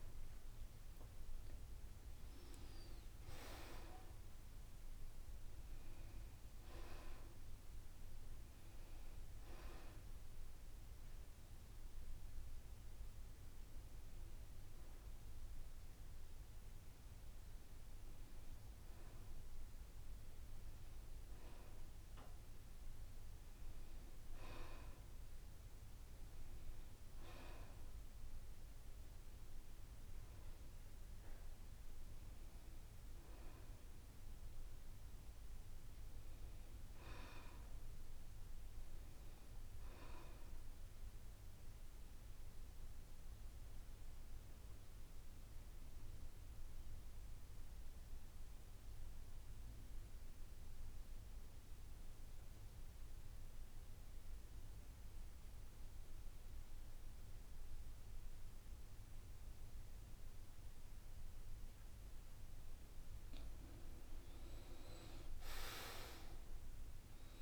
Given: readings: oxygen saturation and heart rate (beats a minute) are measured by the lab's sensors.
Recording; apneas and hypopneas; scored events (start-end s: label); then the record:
breathing in sleep by a room microphone; 1
39.00-42.50 s: arousal
45.50-63.00 s: mixed apnea (oxygen 93% before, 83% lowest, heart rate 72 before, 70 extreme, up 8 after)
64.00-67.42 s: oxygen desaturation (device-marked, oxygen 91% before, 83% lowest, heart rate 71 before, 72 extreme)
66.00-67.42 s: arousal
From the record:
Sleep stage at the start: N2 (light sleep); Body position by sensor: on the back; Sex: male